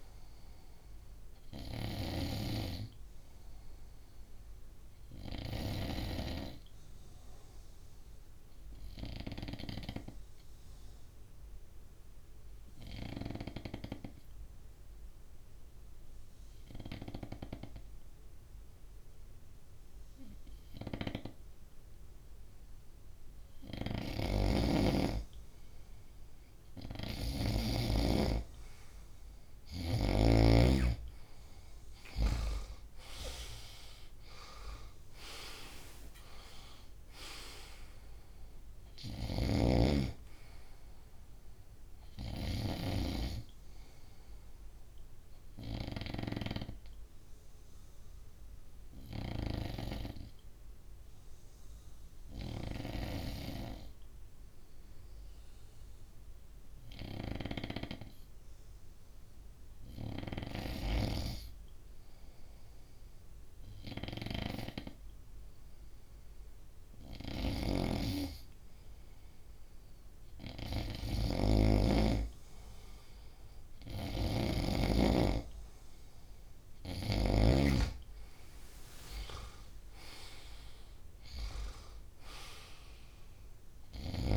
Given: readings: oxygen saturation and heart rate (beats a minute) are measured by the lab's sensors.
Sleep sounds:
breathing in sleep by a room microphone; 2
0.00-2.00 s: snoring (device-marked)
5.50-24.00 s: obstructive apnea (oxygen 97% before, 93% lowest, heart rate 66 before, 61 extreme, up 2 after)
23.00-27.50 s: snoring (device-marked)
30.50-35.00 s: arousal
38.50-42.50 s: snoring (device-marked)
44.50-67.50 s: obstructive apnea (oxygen 98% before, 94% lowest, heart rate 66 before, 62 extreme, up 3 after)
56.50-60.00 s: snoring (device-marked)
67.00-77.00 s: snoring (device-marked)
70.50-73.50 s: arousal
From the record:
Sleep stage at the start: N2 (light sleep); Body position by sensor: on the front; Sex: male

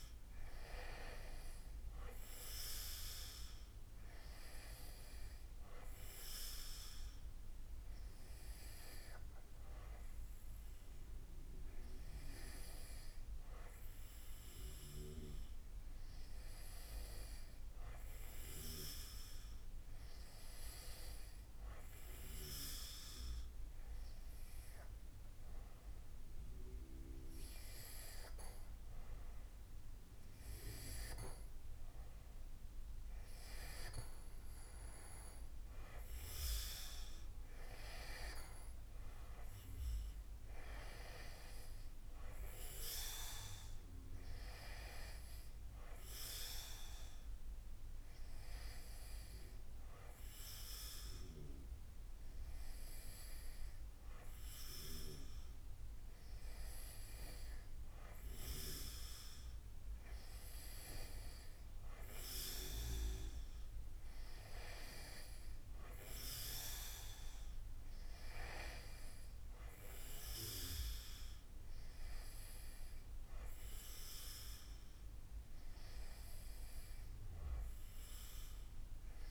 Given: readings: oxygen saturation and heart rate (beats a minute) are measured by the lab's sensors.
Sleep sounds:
breathing in sleep by a room microphone; none
none scored
From the record:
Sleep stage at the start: N2 (light sleep); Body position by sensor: on the back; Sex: male

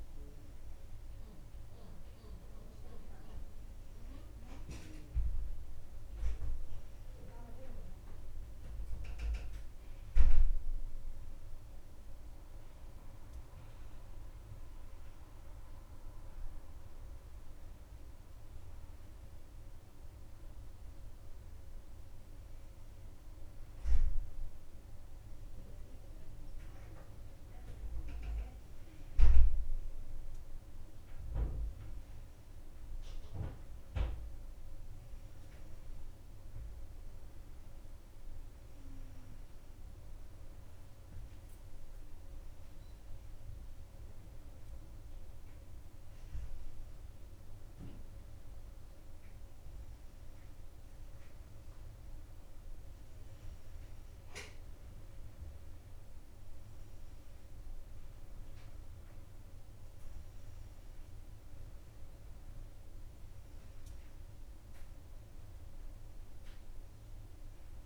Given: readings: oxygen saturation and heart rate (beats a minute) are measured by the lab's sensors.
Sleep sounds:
breathing in sleep by a room microphone; none
none scored
From the record:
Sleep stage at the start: N2 (light sleep); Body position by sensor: on the back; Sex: female

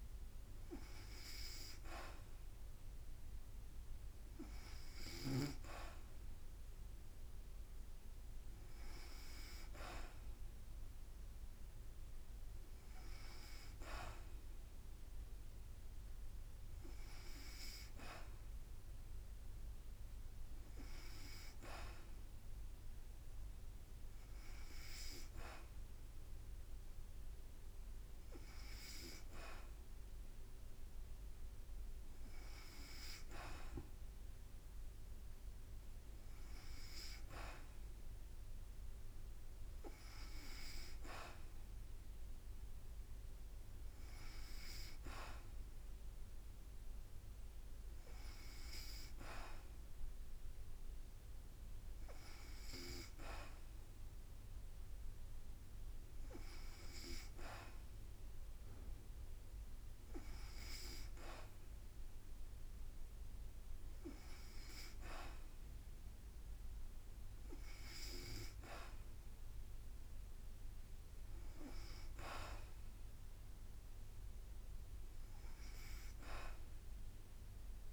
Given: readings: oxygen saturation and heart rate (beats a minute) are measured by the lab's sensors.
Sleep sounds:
breathing in sleep by a room microphone; none
0.00-1.00 s: long interval between heartbeats (device-marked, heart rate 66 extreme)
6.00-8.00 s: long interval between heartbeats (device-marked, heart rate 59 before, 61 extreme)
16.50-18.50 s: long interval between heartbeats (device-marked, heart rate 64 before, 65 extreme)
75.50-77.50 s: long interval between heartbeats (device-marked, heart rate 59 before, 75 extreme)
From the record:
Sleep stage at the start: N2 (light sleep); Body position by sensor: on the back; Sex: female

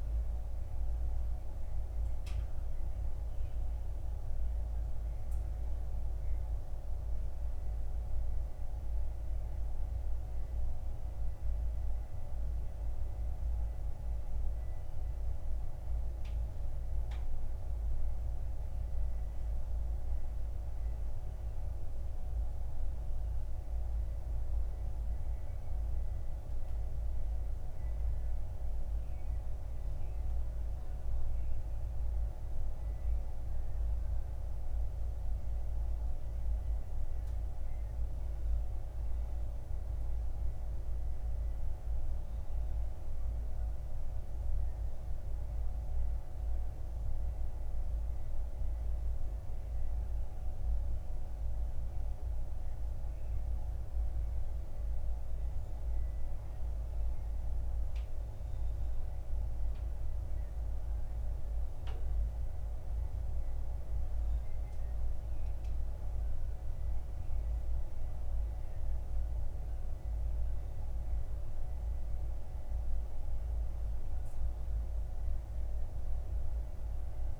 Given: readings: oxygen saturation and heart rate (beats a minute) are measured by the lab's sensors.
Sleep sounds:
breathing in sleep, hard to hear, by a room microphone; none
none scored
From the record:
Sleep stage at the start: N2 (light sleep); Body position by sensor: on the back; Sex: male

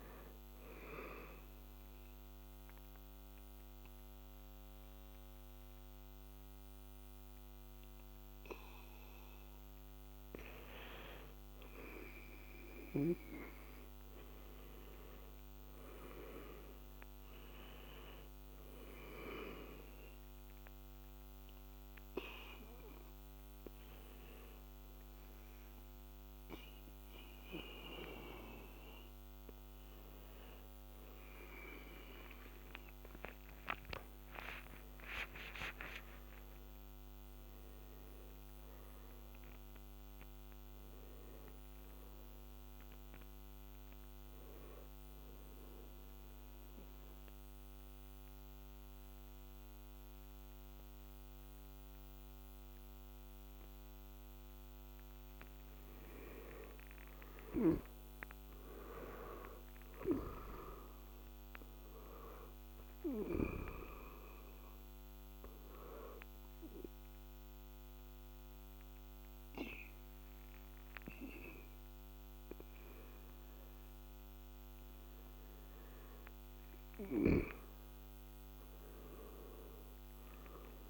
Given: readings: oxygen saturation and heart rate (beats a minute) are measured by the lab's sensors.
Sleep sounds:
breathing in sleep by a microphone on the trachea; 4
0.00-14.00 s: oxygen desaturation (device-marked, oxygen 90% lowest, heart rate 76 extreme)
0.50-11.00 s: obstructive apnea (oxygen 95% before, 87% lowest, heart rate 80 before, 76 extreme, up 4 after)
13.50-17.00 s: arousal
16.00-32.00 s: oxygen desaturation (device-marked, oxygen 95% before, 87% lowest, heart rate 79 before, 71 extreme)
20.50-33.00 s: hypopnea (oxygen 95% before, 87% lowest, heart rate 79 before, 71 extreme, up 11 after)
33.50-38.50 s: arousal
44.50-55.50 s: obstructive apnea (oxygen 96% before, 83% lowest, heart rate 81 before, 71 extreme, up 7 after)
57.50-61.00 s: arousal
60.00-73.00 s: oxygen desaturation (device-marked, oxygen 96% before, 87% lowest, heart rate 77 before, 72 extreme)
65.50-76.50 s: obstructive apnea (oxygen 96% before, 82% lowest, heart rate 76 before, 71 extreme, up 7 after)
78.00-80.90 s: arousal
From the record:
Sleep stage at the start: N2 (light sleep); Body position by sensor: on the back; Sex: male

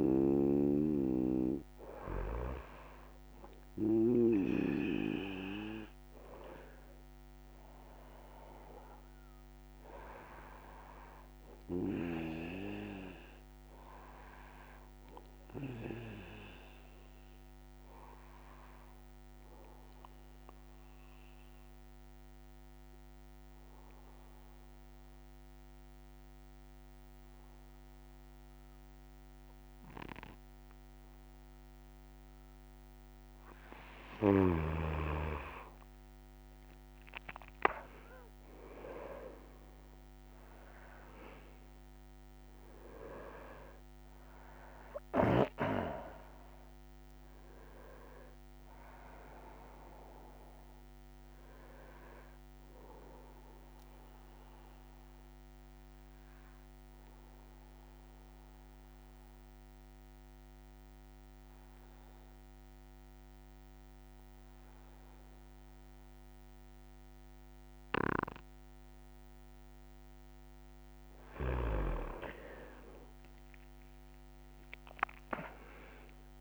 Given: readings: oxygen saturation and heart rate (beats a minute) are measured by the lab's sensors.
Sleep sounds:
breathing in sleep by a microphone on the trachea; 2
0.00-4.00 s: snoring (device-marked)
20.00-35.00 s: obstructive apnea (oxygen 98% before, 90% lowest, heart rate 63 before, 59 extreme, up 9 after)
40.00-65.00 s: oxygen desaturation (device-marked, oxygen 97% before, 90% lowest, heart rate 63 before, 61 extreme)
54.50-69.50 s: obstructive apnea (oxygen 97% before, 90% lowest, heart rate 65 before, 61 extreme)
From the record:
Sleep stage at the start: N2 (light sleep); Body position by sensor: on the back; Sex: male

